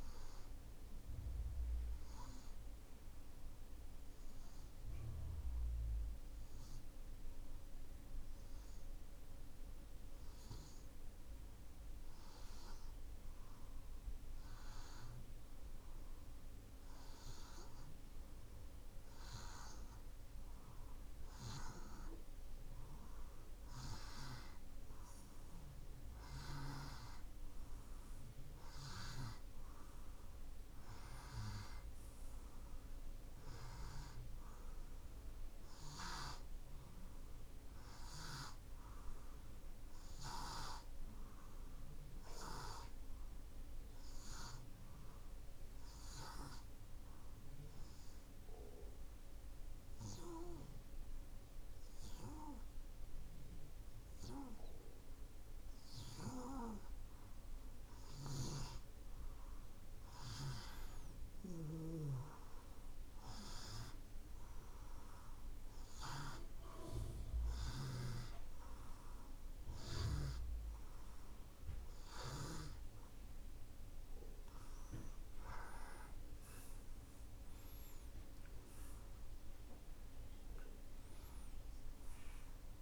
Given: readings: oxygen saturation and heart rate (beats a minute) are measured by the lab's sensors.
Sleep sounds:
breathing in sleep by a room microphone; 2
1.00-20.50 s: obstructive apnea (oxygen 92% before, 90% lowest)
23.00-27.00 s: arousal
34.50-57.50 s: oxygen desaturation (device-marked, oxygen 96% before, 90% lowest)
42.50-57.50 s: obstructive apnea (oxygen 96% before, 87% lowest)
59.50-63.50 s: arousal
74.50-79.00 s: arousal
75.50-82.82 s: oxygen desaturation (device-marked, oxygen 93% before, 87% lowest)
From the record:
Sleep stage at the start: N2 (light sleep); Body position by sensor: on the right side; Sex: male

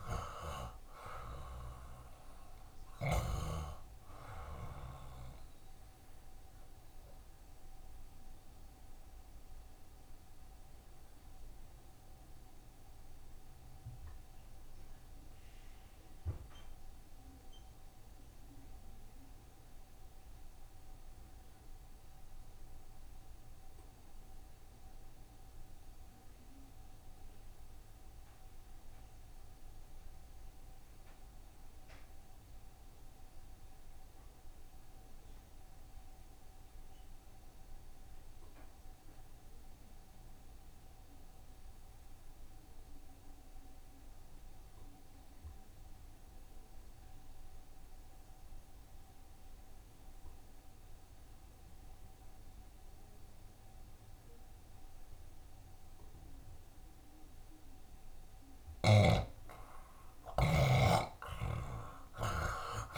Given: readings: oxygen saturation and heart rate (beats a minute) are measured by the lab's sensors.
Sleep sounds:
breathing in sleep by a room microphone; 1
0.00-20.50 s: oxygen desaturation (device-marked, oxygen 70% lowest, heart rate 67 extreme)
6.50-57.00 s: obstructive apnea (oxygen 93% before, 70% lowest, heart rate 73 before, 67 extreme, up 3 after)
30.50-62.98 s: oxygen desaturation (device-marked, oxygen 93% before, 70% lowest, heart rate 68 before, 67 extreme)
60.50-62.98 s: arousal
From the record:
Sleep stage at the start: N2 (light sleep); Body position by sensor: on the back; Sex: male

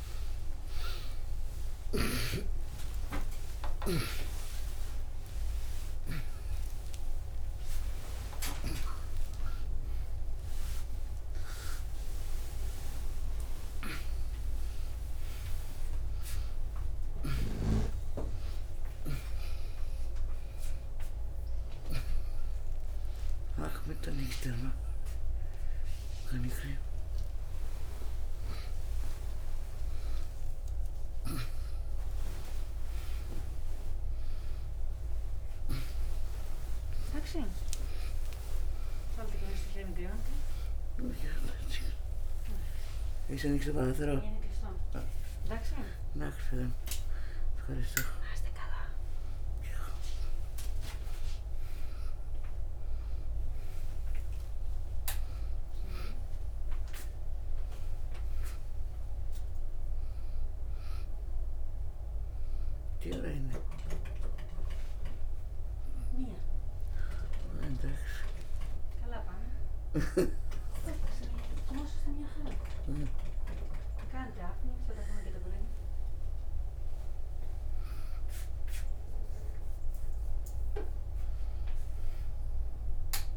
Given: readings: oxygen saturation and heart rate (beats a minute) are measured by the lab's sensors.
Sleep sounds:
a person awake in a sleep study, by a room microphone; none
27.00-41.00 s: oxygen desaturation (device-marked, oxygen 98% before, 94% lowest, heart rate 97 before, 70 extreme)
From the record:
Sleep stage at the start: awake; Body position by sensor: on the back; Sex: female

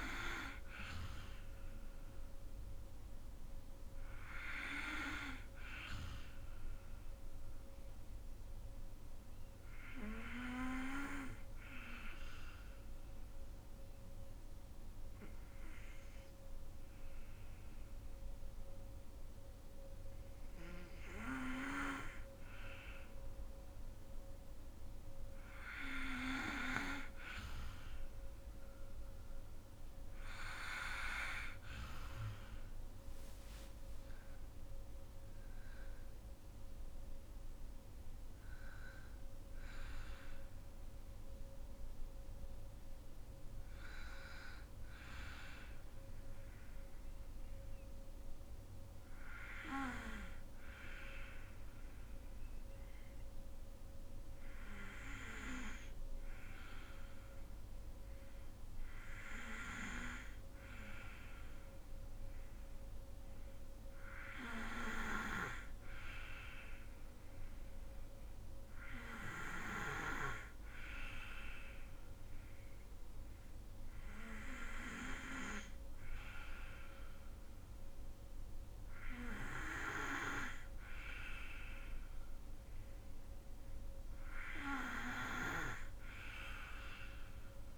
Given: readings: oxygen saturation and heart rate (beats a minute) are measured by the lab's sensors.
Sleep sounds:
breathing in sleep by a room microphone; 2
11.50-22.00 s: obstructive apnea (oxygen 97% before, 92% lowest, heart rate 61 before, 55 extreme, up 5 after)
28.50-32.50 s: arousal
29.00-51.00 s: oxygen desaturation (device-marked, oxygen 97% before, 92% lowest, heart rate 58 before, 55 extreme)
50.00-62.50 s: hypopnea (oxygen 97% before, 94% lowest, heart rate 60 before, 56 extreme, up 5 after)
64.50-68.00 s: arousal
From the record:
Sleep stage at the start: N2 (light sleep); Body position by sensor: on the back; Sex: female

